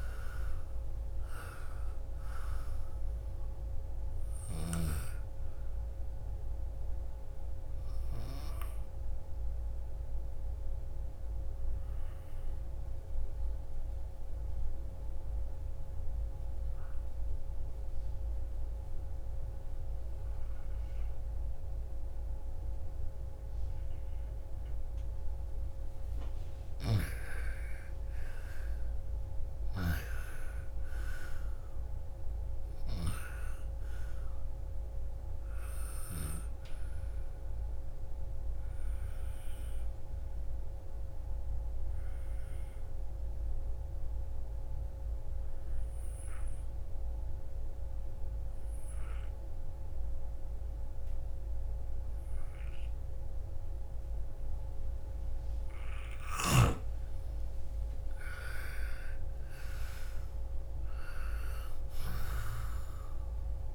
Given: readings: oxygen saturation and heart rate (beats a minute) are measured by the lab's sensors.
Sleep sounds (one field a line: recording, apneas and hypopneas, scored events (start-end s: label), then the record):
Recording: breathing in sleep by a room microphone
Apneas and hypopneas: 2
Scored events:
0.00-1.00 s: arousal
3.00-24.00 s: oxygen desaturation (device-marked, oxygen 97% before, 84% lowest, heart rate 44 before, 28 extreme)
10.00-27.00 s: obstructive apnea (oxygen 97% before, 84% lowest, heart rate 57 before, 28 extreme, up 41 after)
27.50-30.50 s: arousal
35.00-52.00 s: oxygen desaturation (device-marked, oxygen 99% before, 86% lowest, heart rate 53 before, 47 extreme)
39.00-56.00 s: obstructive apnea (oxygen 99% before, 86% lowest, heart rate 58 before, 47 extreme, up 29 after)
57.00-60.00 s: arousal
From the record:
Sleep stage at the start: N2 (light sleep)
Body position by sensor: on the back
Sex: female